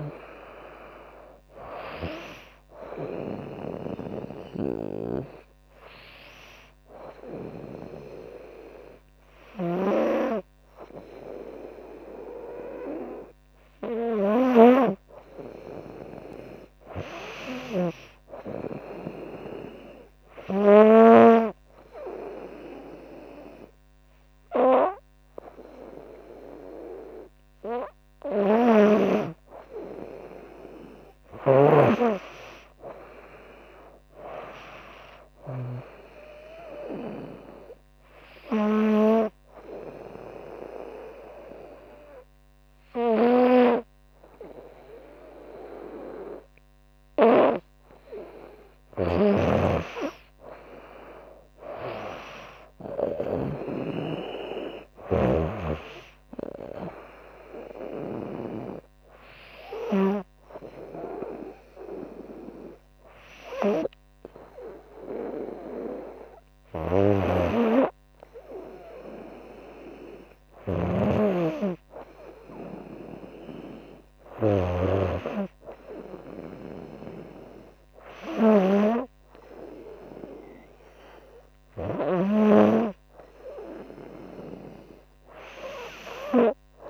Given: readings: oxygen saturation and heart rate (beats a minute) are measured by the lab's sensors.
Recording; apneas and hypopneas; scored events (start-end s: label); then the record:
breathing in sleep by a microphone on the trachea; 2
0.00-1.00 s: arousal
3.50-13.50 s: obstructive apnea (oxygen 98% before, 96% lowest, heart rate 77 before, 75 extreme, up 5 after)
15.50-19.00 s: arousal
16.50-20.00 s: snoring (device-marked)
30.50-34.00 s: arousal
30.50-38.00 s: snoring (device-marked)
37.00-48.00 s: obstructive apnea (oxygen 98% before, 96% lowest, heart rate 78 before, 76 extreme, up 7 after)
48.00-53.00 s: snoring (device-marked)
50.50-53.50 s: arousal
66.00-81.50 s: snoring (device-marked)
From the record:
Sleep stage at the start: N2 (light sleep); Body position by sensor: on the right side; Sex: female